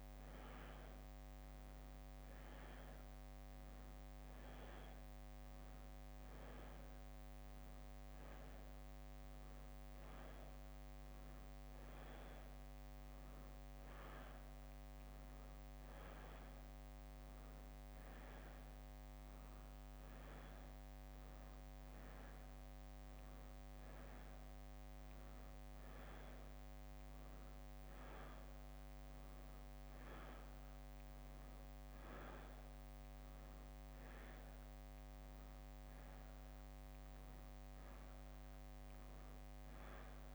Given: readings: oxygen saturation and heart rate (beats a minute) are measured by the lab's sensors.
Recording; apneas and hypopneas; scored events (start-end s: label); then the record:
a person awake in a sleep study, hard to hear, by a microphone on the trachea; none
0.00-6.00 s: drop in pulse transit time (device-marked, heart rate 62 extreme)
1.00-7.50 s: leg movement (device-marked)
10.50-17.00 s: leg movement (device-marked)
19.50-25.00 s: leg movement (device-marked)
27.50-34.00 s: leg movement (device-marked)
34.50-39.00 s: leg movement (device-marked)
36.00-38.00 s: bradycardia (device-marked, heart rate 65 before, 62 extreme)
From the record:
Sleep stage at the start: awake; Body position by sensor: on the back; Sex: female